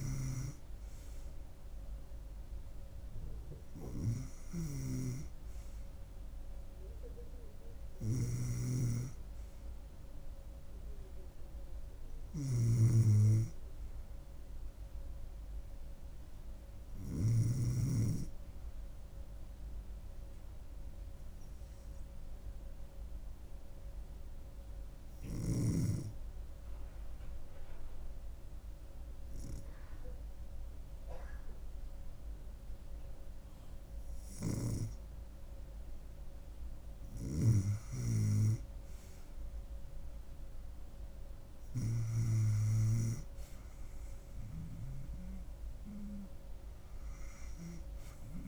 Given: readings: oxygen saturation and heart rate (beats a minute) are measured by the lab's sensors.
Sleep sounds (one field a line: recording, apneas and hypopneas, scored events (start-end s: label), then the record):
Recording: breathing in sleep by a room microphone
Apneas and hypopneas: 1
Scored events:
8.00-17.50 s: snoring (device-marked)
19.50-33.00 s: hypopnea (oxygen 96% before, 93% lowest, heart rate 73 before, 71 extreme, up 0 after)
36.50-48.48 s: oxygen desaturation (device-marked, oxygen 96% before, 93% lowest, heart rate 72 before, 69 extreme)
37.50-42.00 s: arousal
From the record:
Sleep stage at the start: N2 (light sleep)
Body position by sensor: on the back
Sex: female